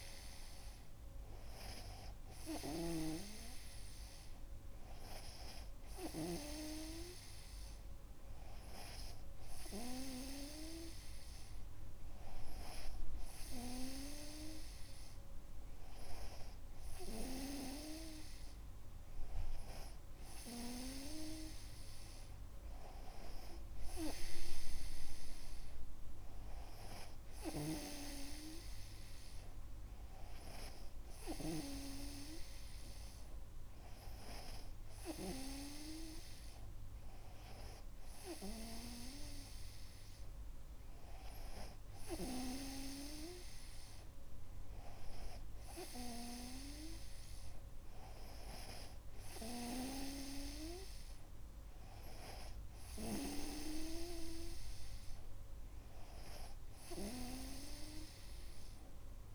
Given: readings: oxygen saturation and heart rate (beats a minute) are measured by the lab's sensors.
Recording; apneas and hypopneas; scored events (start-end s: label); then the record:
breathing in sleep by a room microphone; none
0.00-3.50 s: snoring (device-marked)
From the record:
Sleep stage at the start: N2 (light sleep); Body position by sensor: on the right side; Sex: male